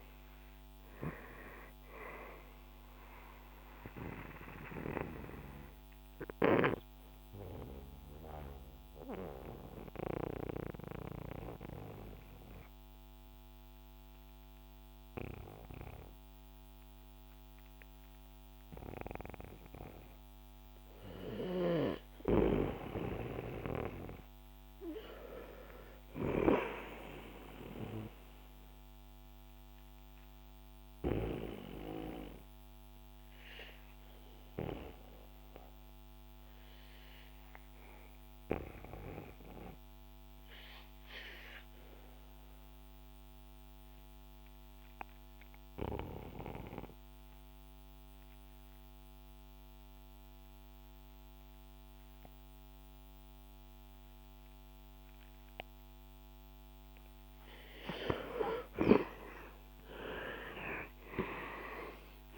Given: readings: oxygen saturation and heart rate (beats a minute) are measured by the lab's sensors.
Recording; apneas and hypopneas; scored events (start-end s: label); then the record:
breathing in sleep by a microphone on the trachea; 2
0.00-28.50 s: oxygen desaturation (device-marked, oxygen 77% lowest, heart rate 65 extreme)
6.00-21.50 s: central apnea (oxygen 95% before, 77% lowest, heart rate 74 before, 68 extreme, up 2 after)
23.50-27.50 s: arousal
29.50-57.00 s: obstructive apnea (oxygen 98% before, 82% lowest, heart rate 74 before, 59 extreme, up 18 after)
53.50-62.38 s: oxygen desaturation (device-marked, oxygen 97% before, 82% lowest, heart rate 69 before, 59 extreme)
58.50-62.38 s: arousal
From the record:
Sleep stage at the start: REM sleep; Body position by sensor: on the back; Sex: male